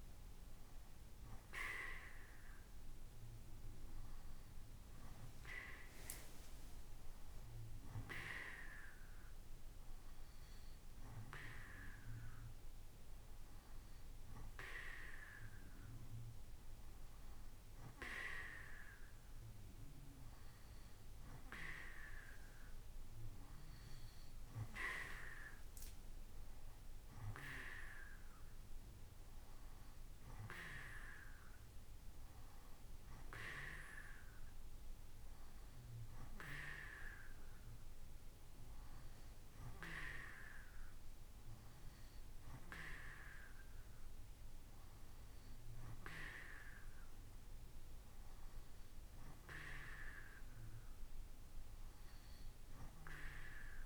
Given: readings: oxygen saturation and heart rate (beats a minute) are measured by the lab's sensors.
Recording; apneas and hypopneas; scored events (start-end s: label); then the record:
breathing in sleep by a room microphone; none
none scored
From the record:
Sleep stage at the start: N2 (light sleep); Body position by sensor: on the right side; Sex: male